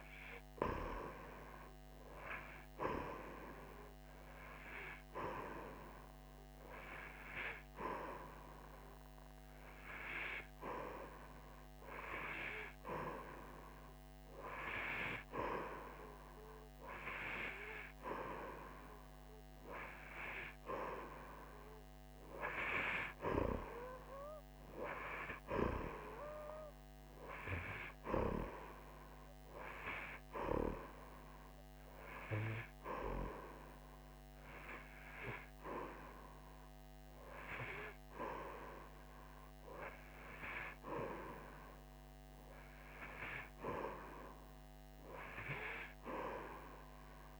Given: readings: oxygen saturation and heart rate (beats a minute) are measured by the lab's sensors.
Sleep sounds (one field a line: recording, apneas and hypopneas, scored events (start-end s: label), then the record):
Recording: breathing in sleep by a microphone on the trachea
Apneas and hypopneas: none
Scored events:
none scored
From the record:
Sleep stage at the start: N2 (light sleep)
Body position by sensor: on the right side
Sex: female